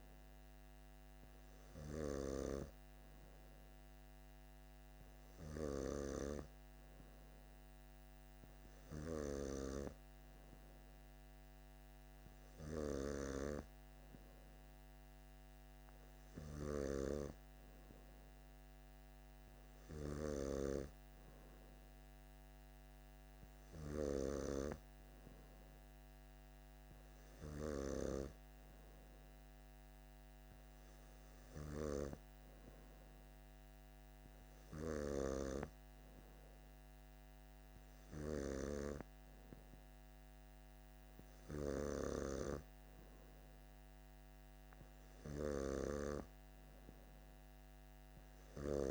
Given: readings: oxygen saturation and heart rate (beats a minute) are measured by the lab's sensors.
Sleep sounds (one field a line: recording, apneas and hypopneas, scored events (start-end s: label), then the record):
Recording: breathing in sleep by a microphone on the trachea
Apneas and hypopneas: none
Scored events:
none scored
From the record:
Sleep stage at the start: N2 (light sleep)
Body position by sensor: on the back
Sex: male